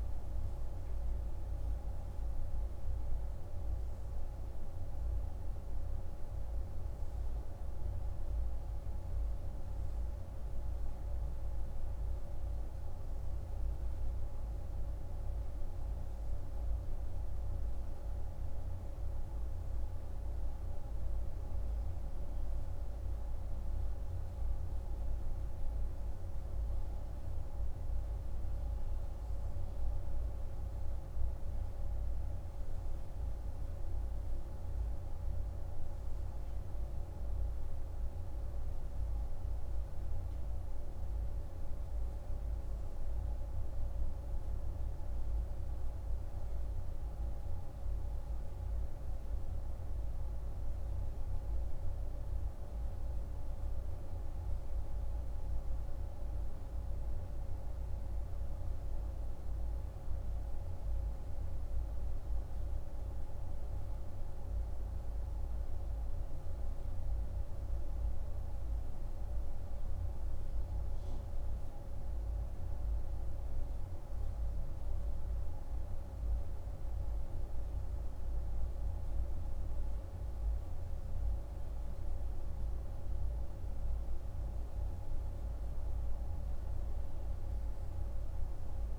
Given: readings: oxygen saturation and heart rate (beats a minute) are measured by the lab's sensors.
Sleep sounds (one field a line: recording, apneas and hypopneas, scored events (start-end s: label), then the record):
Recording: breathing in sleep, hard to hear, by a room microphone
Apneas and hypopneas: none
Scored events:
none scored
From the record:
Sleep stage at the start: N3 (deep sleep)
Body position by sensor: on the right side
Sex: male